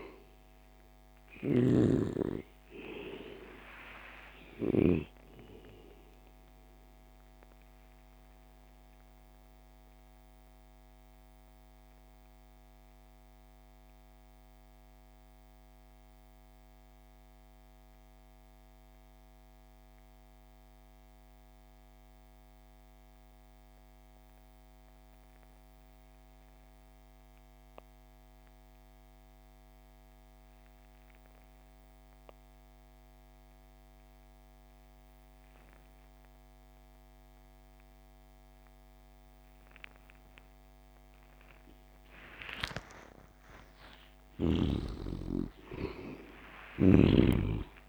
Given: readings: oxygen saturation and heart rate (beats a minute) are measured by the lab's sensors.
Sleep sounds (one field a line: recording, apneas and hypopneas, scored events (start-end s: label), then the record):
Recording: breathing in sleep by a microphone on the trachea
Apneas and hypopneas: 1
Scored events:
0.00-4.50 s: snoring (device-marked)
0.00-20.00 s: oxygen desaturation (device-marked, oxygen 73% lowest)
8.00-42.00 s: mixed apnea (oxygen 97% before, 73% lowest)
36.00-47.89 s: oxygen desaturation (device-marked, oxygen 98% before, 73% lowest)
43.00-47.50 s: arousal
From the record:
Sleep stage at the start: N2 (light sleep)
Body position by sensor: on the back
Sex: male